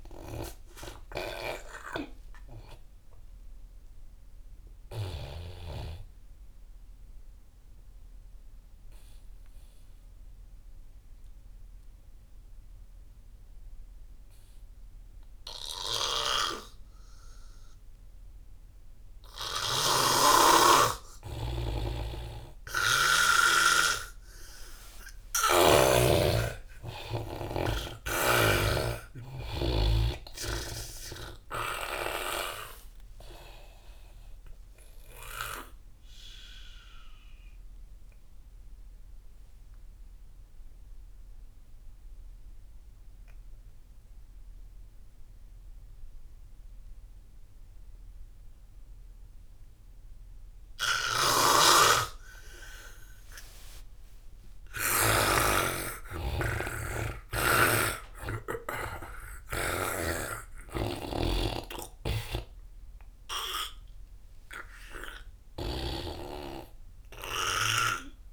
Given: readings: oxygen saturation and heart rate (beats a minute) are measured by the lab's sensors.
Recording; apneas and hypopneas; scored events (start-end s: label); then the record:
breathing in sleep by a room microphone; 2
0.00-11.00 s: oxygen desaturation (device-marked, oxygen 86% lowest)
6.50-21.50 s: obstructive apnea (oxygen 99% before, 86% lowest)
20.00-24.00 s: snoring (device-marked)
23.00-27.50 s: arousal
23.00-44.00 s: oxygen desaturation (device-marked, oxygen 99% before, 91% lowest)
34.50-55.50 s: obstructive apnea (oxygen 99% before, 82% lowest)
51.50-55.50 s: snoring (device-marked)
53.00-68.33 s: oxygen desaturation (device-marked, oxygen 98% before, 86% lowest)
57.50-62.00 s: arousal
60.00-66.50 s: snoring (device-marked)
From the record:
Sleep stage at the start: N2 (light sleep); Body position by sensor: on the back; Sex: male